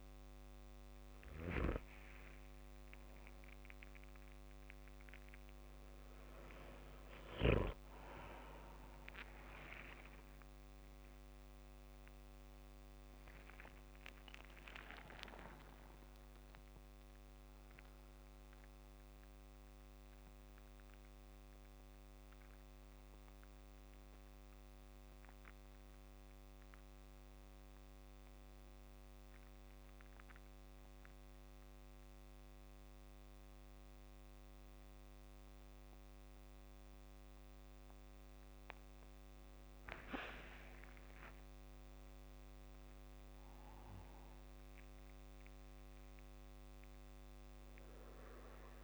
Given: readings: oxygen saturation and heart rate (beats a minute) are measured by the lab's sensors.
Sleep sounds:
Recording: a person awake in a sleep study, by a microphone on the trachea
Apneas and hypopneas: none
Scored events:
30.00-48.84 s: new sleep stage, N2 (light sleep)
40.50-42.50 s: long interval between heartbeats (device-marked, heart rate 65 before, 72 extreme)
From the record:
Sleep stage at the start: awake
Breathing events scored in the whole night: 61 in 5.0 hours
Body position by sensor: on the back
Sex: male

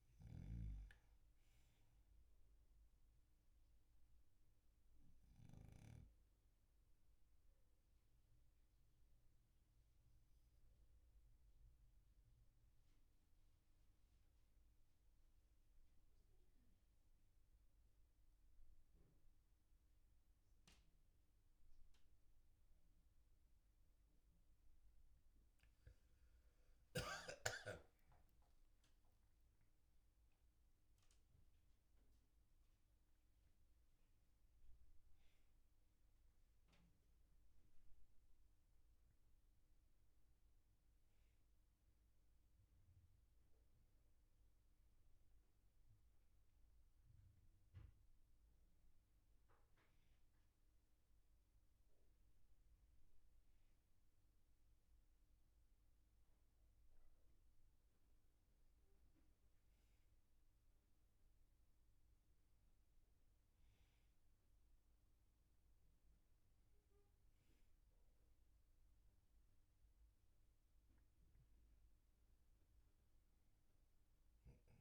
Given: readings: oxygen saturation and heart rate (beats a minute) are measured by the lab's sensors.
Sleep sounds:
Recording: a person awake in a sleep study, hard to hear, by a room microphone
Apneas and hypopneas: 1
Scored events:
4.50-33.00 s: obstructive apnea (oxygen 98% before, 94% lowest, heart rate 48 before, 42 extreme, up 21 after)
21.50-74.81 s: new sleep stage, awake
From the record:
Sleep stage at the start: N2 (light sleep)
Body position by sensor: on the back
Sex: male

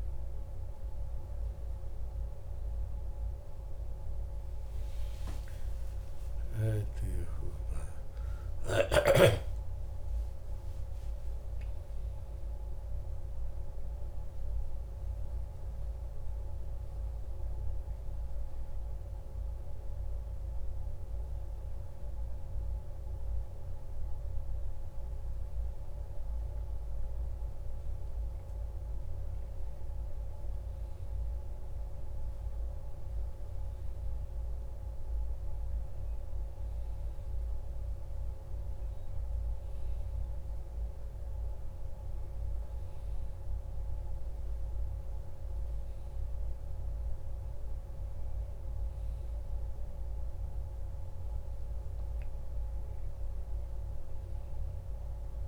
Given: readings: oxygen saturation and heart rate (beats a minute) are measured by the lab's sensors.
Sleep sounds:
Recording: a person awake in a sleep study, hard to hear, by a room microphone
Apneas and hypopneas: none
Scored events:
none scored
From the record:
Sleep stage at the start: awake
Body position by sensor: on the back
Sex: male

